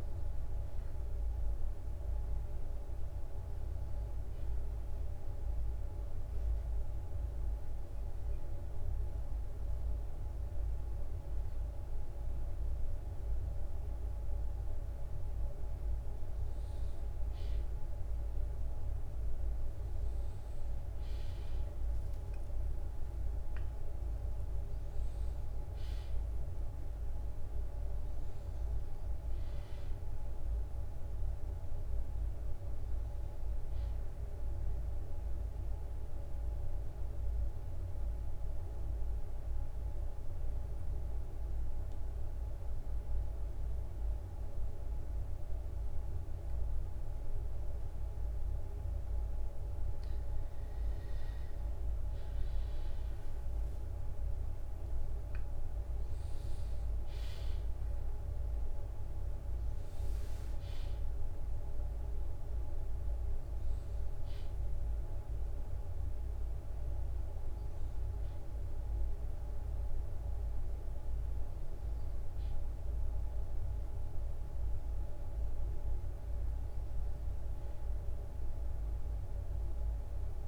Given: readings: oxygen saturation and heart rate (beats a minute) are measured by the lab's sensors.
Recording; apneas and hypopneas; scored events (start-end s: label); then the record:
a person awake in a sleep study, hard to hear, by a room microphone; 2
2.50-13.50 s: bradycardia (device-marked, heart rate 61 before, 58 extreme)
5.00-16.00 s: obstructive apnea (oxygen 96% before, 94% lowest, heart rate 60 before, 58 extreme, up 5 after)
22.00-26.50 s: arousal
30.50-80.48 s: new sleep stage, awake
31.50-34.50 s: bradycardia (device-marked, heart rate 61 before, 59 extreme)
35.50-45.50 s: bradycardia (device-marked, heart rate 61 before, 59 extreme)
35.50-50.50 s: obstructive apnea (oxygen 96% before, 94% lowest, heart rate 61 before, 58 extreme, up 2 after)
49.50-52.50 s: bradycardia (device-marked, heart rate 61 before, 59 extreme)
53.50-56.50 s: bradycardia (device-marked, heart rate 61 before, 58 extreme)
63.50-68.50 s: bradycardia (device-marked, heart rate 61 before, 59 extreme)
From the record:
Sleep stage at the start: N1 (lightest sleep); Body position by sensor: on the back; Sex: male